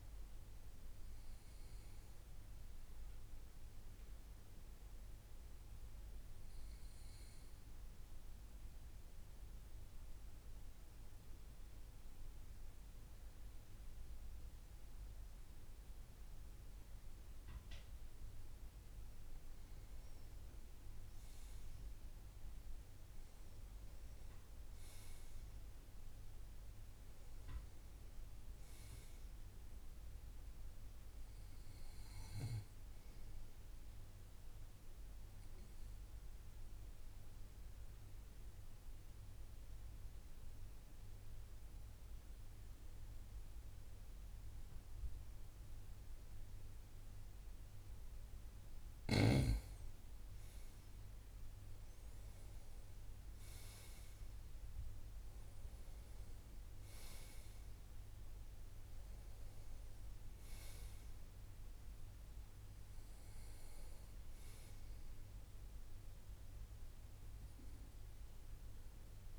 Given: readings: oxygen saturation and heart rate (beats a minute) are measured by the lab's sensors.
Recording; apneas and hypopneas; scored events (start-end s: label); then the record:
breathing in sleep, hard to hear, by a room microphone; 2
0.00-1.50 s: oxygen desaturation (device-marked, oxygen 92% lowest, heart rate 53 extreme)
4.50-19.00 s: obstructive apnea (oxygen 96% before, 92% lowest, heart rate 61 before, 54 extreme, up 4 after)
21.00-25.00 s: arousal
34.50-48.00 s: obstructive apnea (oxygen 97% before, 90% lowest, heart rate 57 before, 49 extreme, up 4 after)
50.00-55.00 s: arousal
From the record:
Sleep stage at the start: REM sleep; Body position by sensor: on the right side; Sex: male